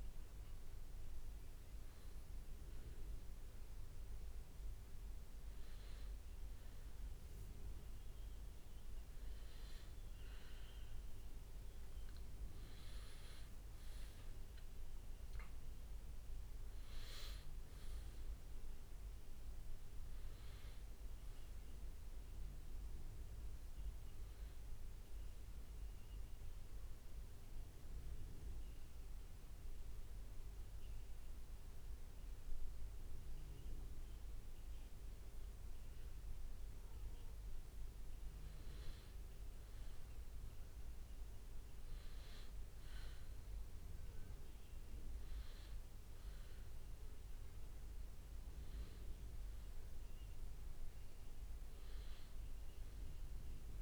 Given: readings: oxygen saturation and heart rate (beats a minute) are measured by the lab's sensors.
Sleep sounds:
breathing in sleep, hard to hear, by a room microphone; 1
11.00-15.00 s: arousal
11.50-13.50 s: leg movement (device-marked)
26.00-53.82 s: new sleep stage, N2 (light sleep)
27.00-38.00 s: hypopnea (oxygen 98% before, 95% lowest, heart rate 69 before, 65 extreme, up 10 after)
43.00-47.00 s: arousal
51.00-53.82 s: leg movement (device-marked)
From the record:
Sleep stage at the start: N1 (lightest sleep); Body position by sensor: on the back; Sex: male

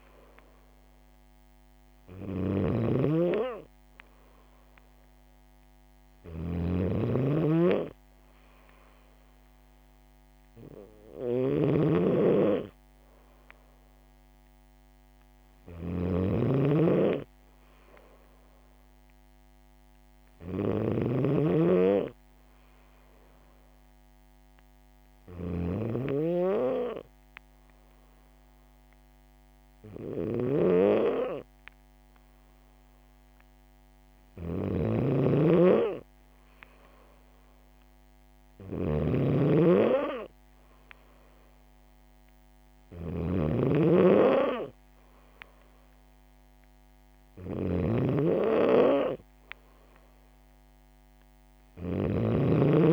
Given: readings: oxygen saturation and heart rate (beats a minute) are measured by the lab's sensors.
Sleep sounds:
breathing in sleep by a microphone on the trachea; none
0.00-52.92 s: snoring (device-marked)
From the record:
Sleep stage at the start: N2 (light sleep); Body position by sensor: on the back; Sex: female

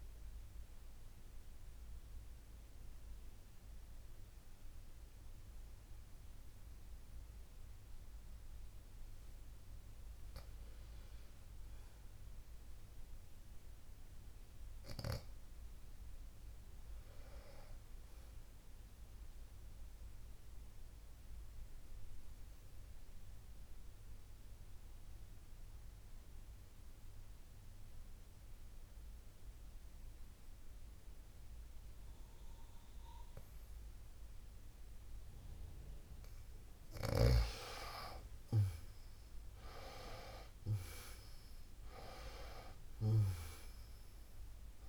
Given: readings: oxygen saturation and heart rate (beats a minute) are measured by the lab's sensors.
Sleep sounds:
breathing in sleep by a room microphone; 1
0.00-8.50 s: oxygen desaturation (device-marked, oxygen 89% lowest, heart rate 53 extreme)
5.50-44.89 s: new sleep stage, N2 (light sleep)
10.50-14.00 s: arousal
20.50-36.50 s: obstructive apnea (oxygen 98% before, 91% lowest, heart rate 58 before, 51 extreme, up 24 after)
38.50-42.50 s: arousal
43.50-44.89 s: oxygen desaturation (device-marked, oxygen 96% before, 91% lowest, heart rate 60 before, 51 extreme)
From the record:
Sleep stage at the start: N1 (lightest sleep); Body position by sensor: on the back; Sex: female

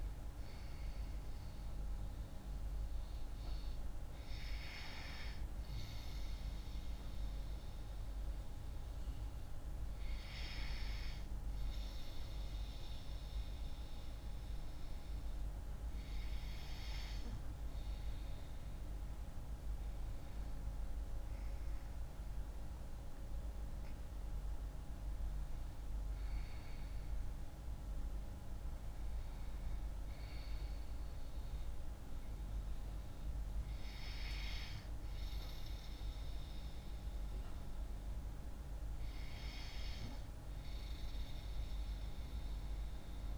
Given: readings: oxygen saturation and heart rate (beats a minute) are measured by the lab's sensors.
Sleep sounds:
breathing in sleep, hard to hear, by a room microphone; none
22.50-27.00 s: arousal
From the record:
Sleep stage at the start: N2 (light sleep); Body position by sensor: on the left side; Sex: female

